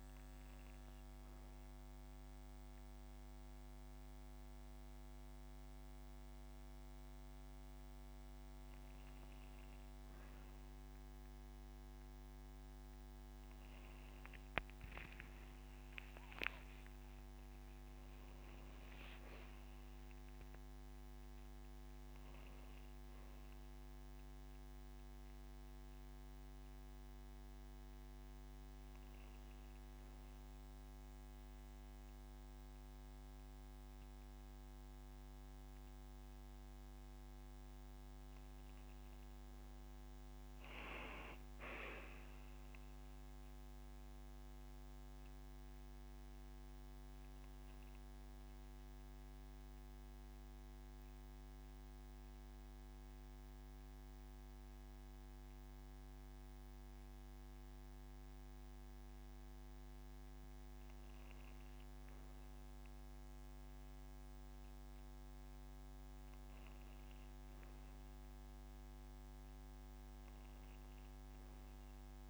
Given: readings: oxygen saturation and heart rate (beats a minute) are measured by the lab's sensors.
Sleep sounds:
breathing in sleep, hard to hear, by a microphone on the trachea; none
14.00-19.00 s: arousal
15.00-17.00 s: long interval between heartbeats (device-marked, heart rate 99 before, 113 extreme)
From the record:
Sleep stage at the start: N1 (lightest sleep); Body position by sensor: on the back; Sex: female

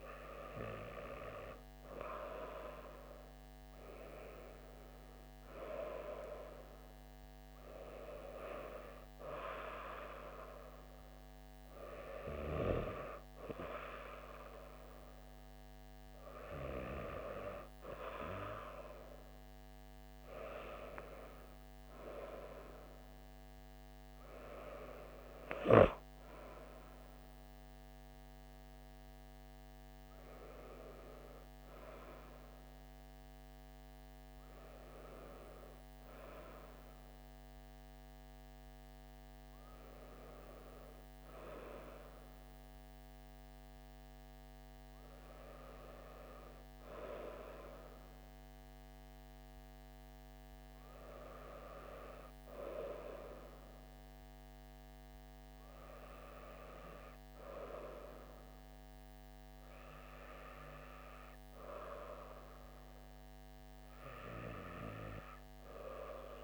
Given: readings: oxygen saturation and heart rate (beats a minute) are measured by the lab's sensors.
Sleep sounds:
breathing in sleep by a microphone on the trachea; none
none scored
From the record:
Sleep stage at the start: N2 (light sleep); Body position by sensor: on the back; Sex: female

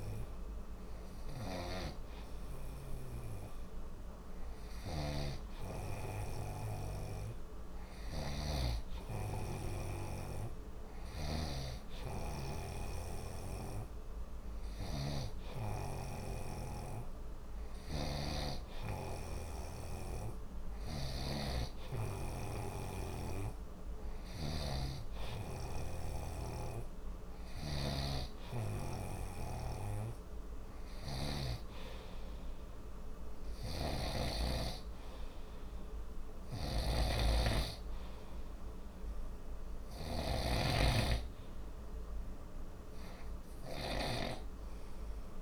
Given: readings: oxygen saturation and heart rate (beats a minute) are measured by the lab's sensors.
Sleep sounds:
breathing in sleep by a room microphone; none
8.00-31.50 s: snoring (device-marked)
33.50-40.50 s: snoring (device-marked)
From the record:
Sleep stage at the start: N2 (light sleep); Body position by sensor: on the right side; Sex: male

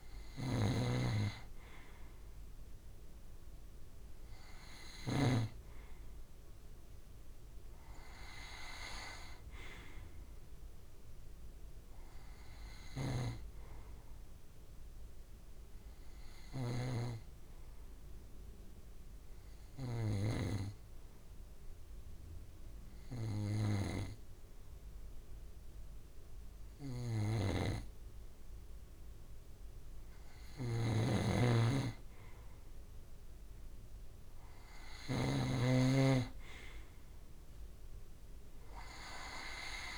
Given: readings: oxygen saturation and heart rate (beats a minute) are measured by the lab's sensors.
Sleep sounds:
breathing in sleep by a room microphone; 1
0.00-5.00 s: snoring (device-marked)
12.50-20.00 s: snoring (device-marked)
15.00-31.00 s: obstructive apnea (oxygen 94% before, 89% lowest)
26.50-39.98 s: snoring (device-marked)
34.00-37.50 s: arousal
From the record:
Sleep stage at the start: N2 (light sleep); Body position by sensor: on the right side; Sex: male

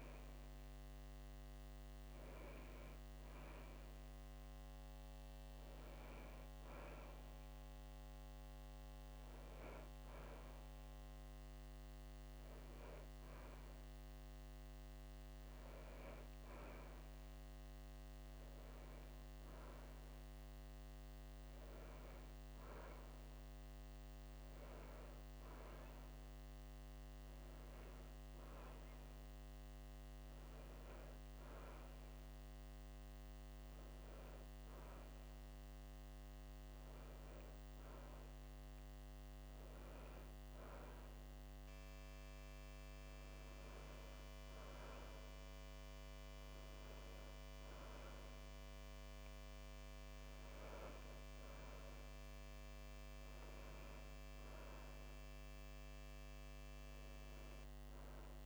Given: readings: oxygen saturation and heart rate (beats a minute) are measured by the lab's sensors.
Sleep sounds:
breathing in sleep, hard to hear, by a microphone on the trachea; none
31.50-58.46 s: new sleep stage, N2 (light sleep)
From the record:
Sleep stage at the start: N1 (lightest sleep); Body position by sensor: on the back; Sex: female

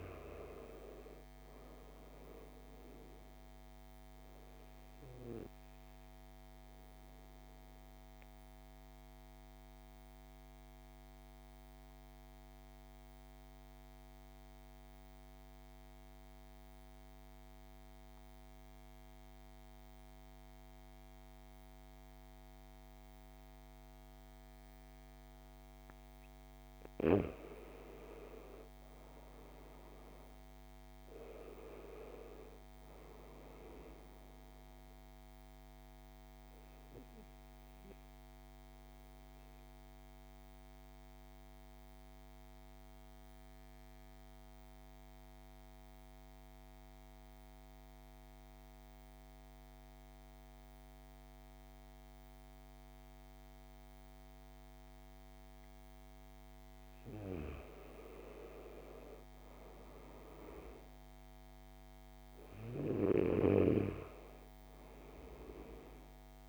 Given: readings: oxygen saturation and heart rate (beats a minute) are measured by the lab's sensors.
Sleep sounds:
breathing in sleep by a microphone on the trachea; 2
3.50-19.50 s: oxygen desaturation (device-marked, oxygen 97% before, 90% lowest, heart rate 55 before, 50 extreme)
3.50-25.00 s: obstructive apnea (oxygen 98% before, 89% lowest, heart rate 55 before, 50 extreme, up 9 after)
27.50-31.00 s: arousal
33.50-54.50 s: oxygen desaturation (device-marked, oxygen 98% before, 90% lowest, heart rate 55 before, 51 extreme)
34.00-56.50 s: obstructive apnea (oxygen 98% before, 85% lowest, heart rate 55 before, 51 extreme, up 6 after)
58.50-61.00 s: arousal
61.50-66.49 s: oxygen desaturation (device-marked, oxygen 98% before, 89% lowest, heart rate 52 before, 51 extreme)
From the record:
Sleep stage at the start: N2 (light sleep); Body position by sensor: on the right side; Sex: male

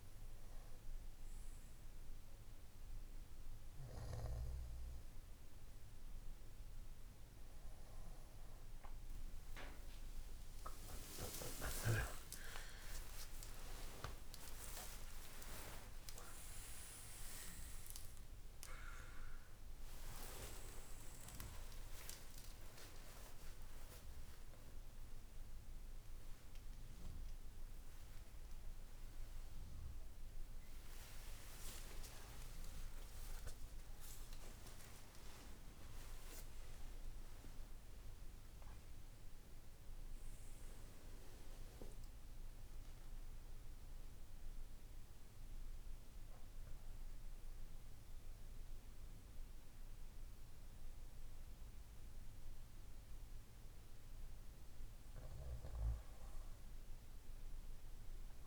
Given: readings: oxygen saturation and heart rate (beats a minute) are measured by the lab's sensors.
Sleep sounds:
a person awake in a sleep study, by a room microphone; none
2.50-58.47 s: new sleep stage, awake
8.50-15.50 s: tachycardia (device-marked, heart rate 56 before, 142 extreme)
11.50-13.50 s: long interval between heartbeats (device-marked, heart rate 60 before, 101 extreme)
13.50-15.50 s: long interval between heartbeats (device-marked, heart rate 64 before, 130 extreme)
From the record:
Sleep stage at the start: N2 (light sleep); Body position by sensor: on the right side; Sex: male

